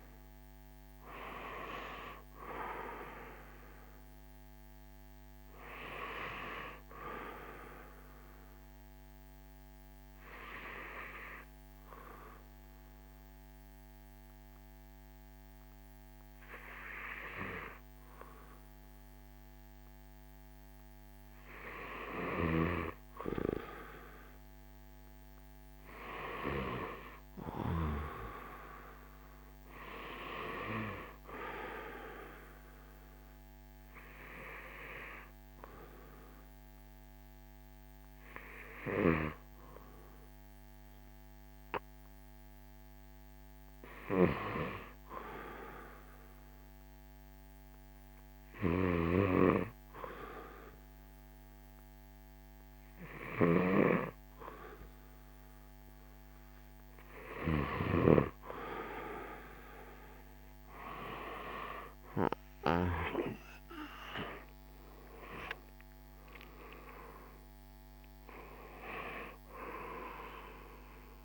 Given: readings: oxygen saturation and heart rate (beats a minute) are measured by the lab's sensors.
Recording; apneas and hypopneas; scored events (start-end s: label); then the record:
breathing in sleep by a microphone on the trachea; 2
0.00-8.00 s: drop in pulse transit time (device-marked, heart rate 64 extreme)
8.00-22.00 s: hypopnea (oxygen 96% before, 93% lowest, heart rate 68 before, 58 extreme, up 7 after)
26.50-29.50 s: arousal
32.00-49.00 s: oxygen desaturation (device-marked, oxygen 97% before, 93% lowest, heart rate 62 before, 59 extreme)
32.50-44.00 s: hypopnea (oxygen 97% before, 93% lowest, heart rate 62 before, 59 extreme, up 6 after)
46.50-49.50 s: arousal
53.00-58.00 s: snoring (device-marked)
66.50-71.00 s: arousal
From the record:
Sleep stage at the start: N2 (light sleep); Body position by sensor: on the left side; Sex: male